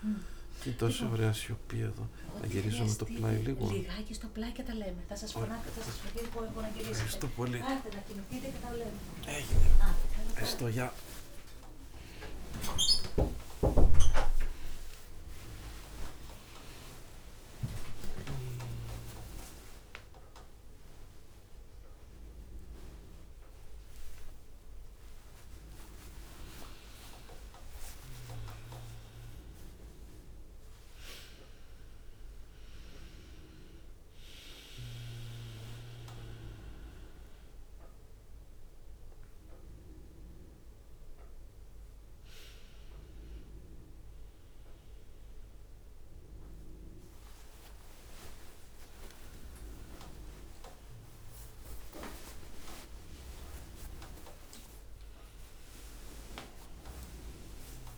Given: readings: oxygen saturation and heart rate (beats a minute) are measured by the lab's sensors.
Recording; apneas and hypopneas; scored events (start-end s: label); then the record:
a person awake in a sleep study, by a room microphone; none
0.00-1.50 s: long interval between heartbeats (device-marked, heart rate 153 extreme)
0.00-1.50 s: snoring (device-marked)
0.00-2.00 s: tachycardia (device-marked, heart rate 196 extreme)
3.50-8.00 s: snoring (device-marked)
5.00-18.00 s: tachycardia (device-marked, heart rate 68 before, 142 extreme)
5.50-7.50 s: long interval between heartbeats (device-marked, heart rate 164 before, 88 extreme)
7.50-9.50 s: long interval between heartbeats (device-marked, heart rate 153 before, 99 extreme)
8.00-24.00 s: drop in pulse transit time (device-marked, heart rate 149 before, 89 extreme)
10.00-12.00 s: long interval between heartbeats (device-marked, heart rate 142 before, 127 extreme)
12.00-14.00 s: long interval between heartbeats (device-marked, heart rate 138 before, 134 extreme)
16.00-18.00 s: long interval between heartbeats (device-marked, heart rate 131 before, 129 extreme)
18.00-20.00 s: long interval between heartbeats (device-marked, heart rate 128 before, 119 extreme)
49.00-55.00 s: tachycardia (device-marked, heart rate 70 before, 116 extreme)
50.50-52.50 s: long interval between heartbeats (device-marked, heart rate 68 before, 71 extreme)
52.50-54.50 s: long interval between heartbeats (device-marked, heart rate 68 before, 104 extreme)
53.00-57.98 s: drop in pulse transit time (device-marked, heart rate 69 before, 70 extreme)
From the record:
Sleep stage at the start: awake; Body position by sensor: on the right side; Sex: male